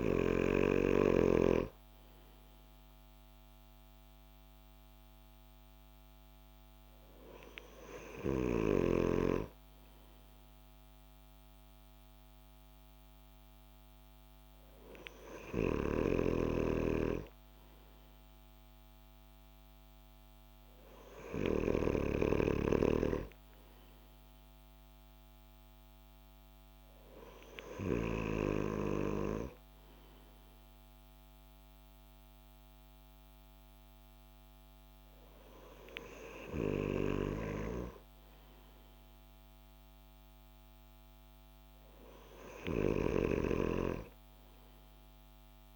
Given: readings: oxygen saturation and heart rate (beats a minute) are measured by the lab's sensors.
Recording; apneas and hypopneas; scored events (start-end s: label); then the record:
breathing in sleep by a microphone on the trachea; none
none scored
From the record:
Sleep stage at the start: N2 (light sleep); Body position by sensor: on the back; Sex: male